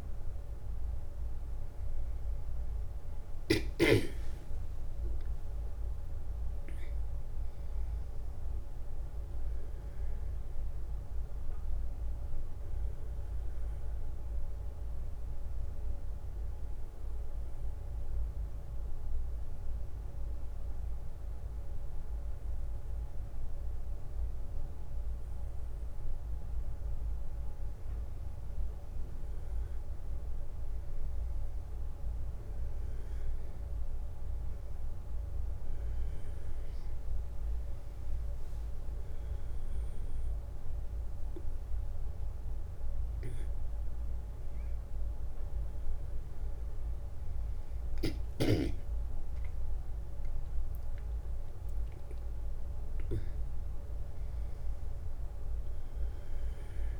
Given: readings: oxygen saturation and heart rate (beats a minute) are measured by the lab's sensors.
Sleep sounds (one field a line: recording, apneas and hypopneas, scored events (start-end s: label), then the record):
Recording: breathing in sleep, hard to hear, by a room microphone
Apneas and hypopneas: 1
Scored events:
2.50-6.50 s: arousal
15.50-26.00 s: obstructive apnea (oxygen 97% before, 94% lowest, heart rate 70 before, 65 extreme, up 5 after)
47.00-57.00 s: new sleep stage, awake
From the record:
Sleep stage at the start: N1 (lightest sleep)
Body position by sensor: on the back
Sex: male